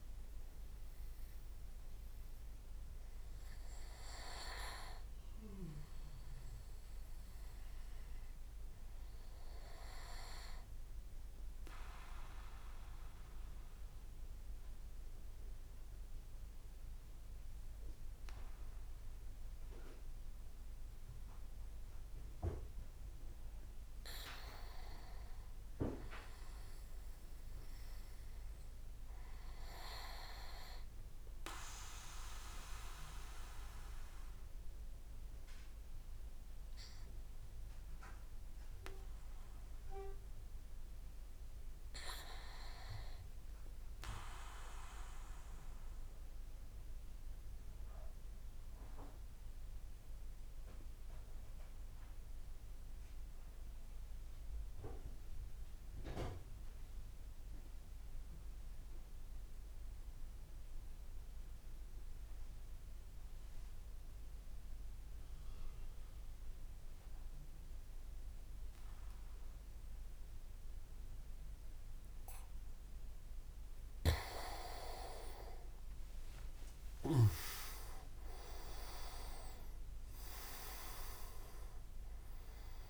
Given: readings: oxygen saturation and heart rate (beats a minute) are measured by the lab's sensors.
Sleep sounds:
breathing in sleep by a room microphone; 2
11.00-23.50 s: central apnea (oxygen 98% before, 91% lowest)
25.00-29.50 s: arousal
46.50-72.00 s: obstructive apnea (oxygen 97% before, 90% lowest)
70.50-82.90 s: oxygen desaturation (device-marked, oxygen 97% before, 90% lowest)
74.00-77.50 s: arousal
77.00-79.50 s: leg movement (device-marked)
From the record:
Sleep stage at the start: N2 (light sleep); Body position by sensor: on the back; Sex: male

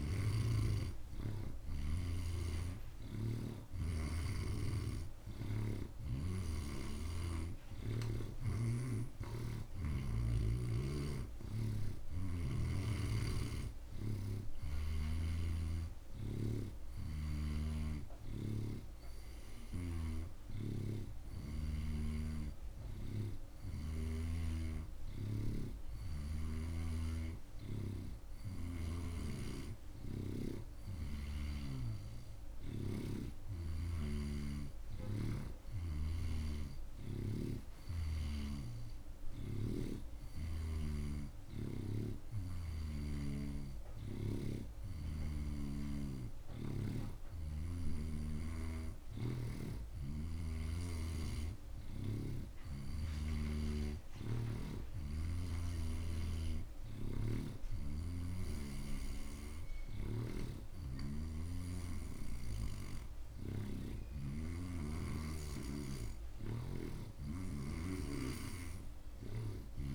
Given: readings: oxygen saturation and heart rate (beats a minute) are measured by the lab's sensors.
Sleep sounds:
breathing in sleep by a room microphone; none
2.50-6.00 s: snoring (device-marked)
15.50-22.50 s: snoring (device-marked)
27.00-36.50 s: snoring (device-marked)
63.50-69.95 s: snoring (device-marked)
From the record:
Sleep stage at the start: N2 (light sleep); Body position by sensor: on the right side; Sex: male

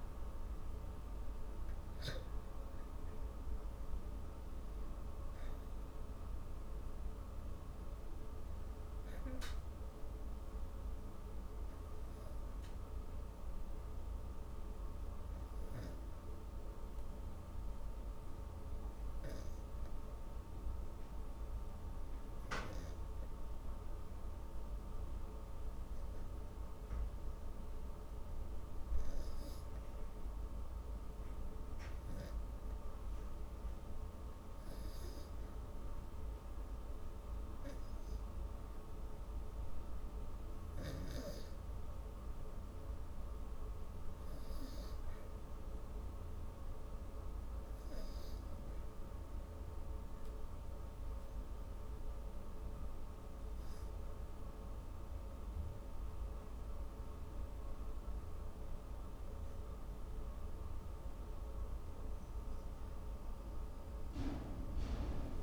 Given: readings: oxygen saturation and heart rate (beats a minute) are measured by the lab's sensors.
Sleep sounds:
breathing in sleep, hard to hear, by a room microphone; 1
0.00-2.50 s: arousal
13.50-31.00 s: obstructive apnea (oxygen 98% before, 91% lowest)
20.50-65.42 s: new sleep stage, N2 (light sleep)
33.50-37.00 s: arousal
34.50-65.42 s: oxygen desaturation (device-marked, oxygen 98% before, 91% lowest)
From the record:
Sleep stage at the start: REM sleep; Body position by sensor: on the back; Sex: female

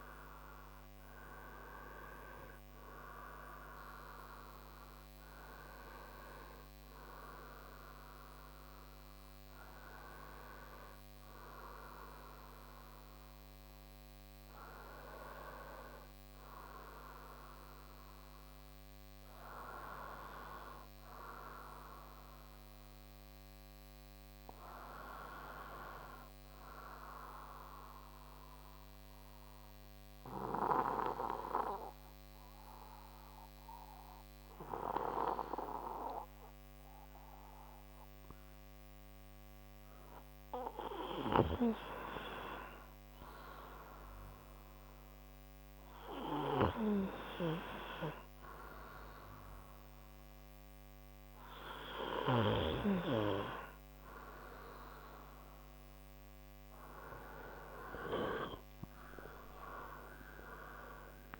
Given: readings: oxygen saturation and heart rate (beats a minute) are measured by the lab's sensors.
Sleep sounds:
breathing in sleep by a microphone on the trachea; 1
0.00-20.00 s: oxygen desaturation (device-marked, oxygen 90% lowest, heart rate 65 extreme)
21.00-25.00 s: arousal
27.00-42.00 s: obstructive apnea (oxygen 96% before, 90% lowest, heart rate 67 before, 67 extreme, up 4 after)
44.00-48.50 s: arousal
45.00-61.40 s: oxygen desaturation (device-marked, oxygen 95% before, 90% lowest, heart rate 68 before, 63 extreme)
46.50-53.00 s: snoring (device-marked)
From the record:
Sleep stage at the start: N1 (lightest sleep); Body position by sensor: on the front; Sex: male

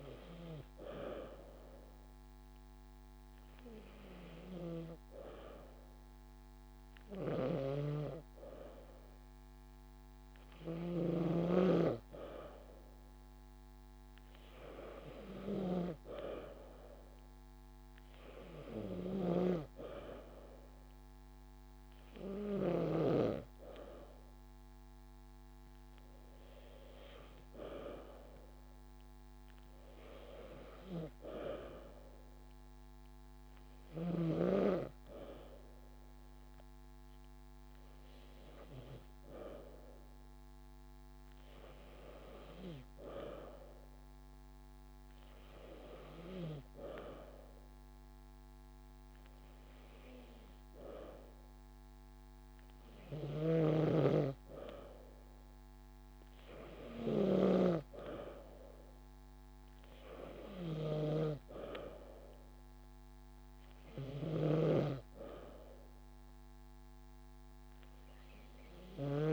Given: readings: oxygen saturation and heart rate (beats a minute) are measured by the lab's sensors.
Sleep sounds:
breathing in sleep by a microphone on the trachea; none
44.00-46.00 s: long interval between heartbeats (device-marked)
68.00-69.33 s: long interval between heartbeats (device-marked)
From the record:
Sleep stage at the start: N2 (light sleep); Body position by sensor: on the back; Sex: female

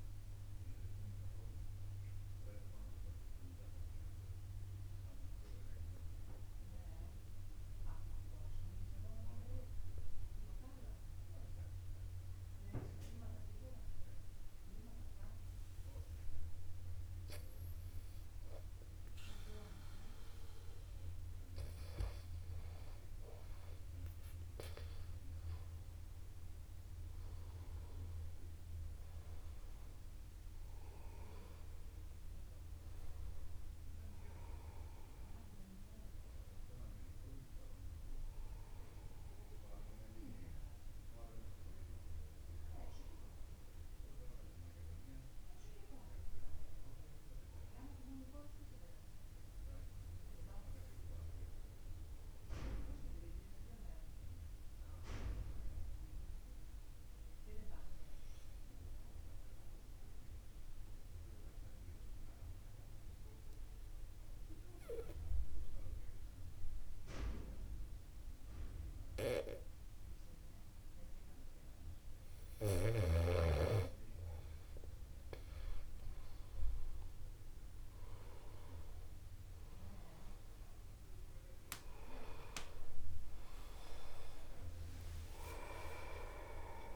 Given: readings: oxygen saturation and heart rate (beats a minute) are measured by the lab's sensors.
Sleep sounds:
breathing in sleep by a room microphone; 2
0.50-20.00 s: obstructive apnea (oxygen 96% before, 94% lowest, heart rate 51 before, 50 extreme, up 10 after)
23.00-53.00 s: new sleep stage, N1 (lightest sleep)
24.00-29.00 s: arousal
26.50-28.50 s: long interval between heartbeats (device-marked, heart rate 50 before, 60 extreme)
53.00-83.00 s: new sleep stage, N2 (light sleep)
54.50-73.50 s: obstructive apnea (oxygen 96% before, 93% lowest, heart rate 50 before, 49 extreme, up 1 after)
80.00-85.50 s: arousal
83.00-86.96 s: new sleep stage, N1 (lightest sleep)
84.50-86.50 s: long interval between heartbeats (device-marked, heart rate 50 before, 58 extreme)
From the record:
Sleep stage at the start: N2 (light sleep); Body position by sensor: upright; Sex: male

